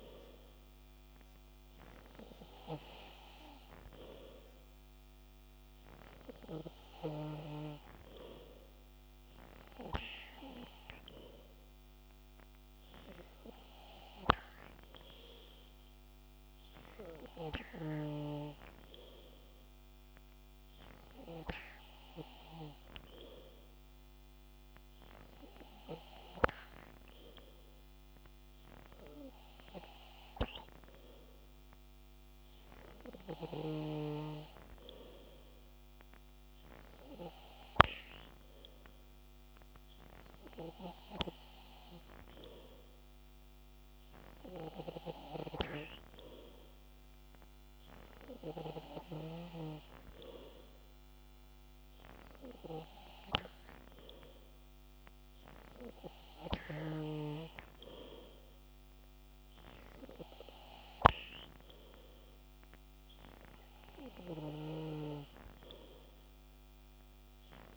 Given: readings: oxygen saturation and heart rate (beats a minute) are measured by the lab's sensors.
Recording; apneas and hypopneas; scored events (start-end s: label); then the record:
breathing in sleep by a microphone on the trachea; none
none scored
From the record:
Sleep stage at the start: N3 (deep sleep); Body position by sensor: on the back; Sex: male